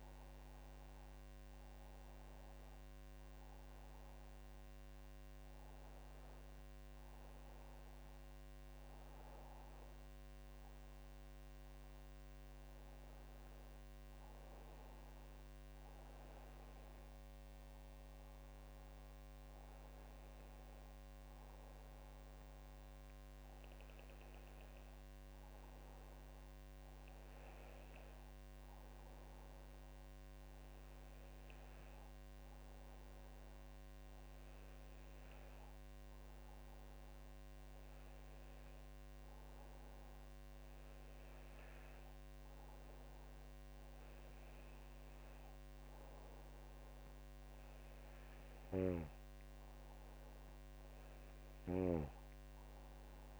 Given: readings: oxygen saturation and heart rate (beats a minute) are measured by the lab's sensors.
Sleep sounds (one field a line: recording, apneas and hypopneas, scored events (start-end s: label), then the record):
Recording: breathing in sleep, hard to hear, by a microphone on the trachea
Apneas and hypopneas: none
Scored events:
none scored
From the record:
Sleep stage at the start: N2 (light sleep)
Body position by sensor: on the back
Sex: female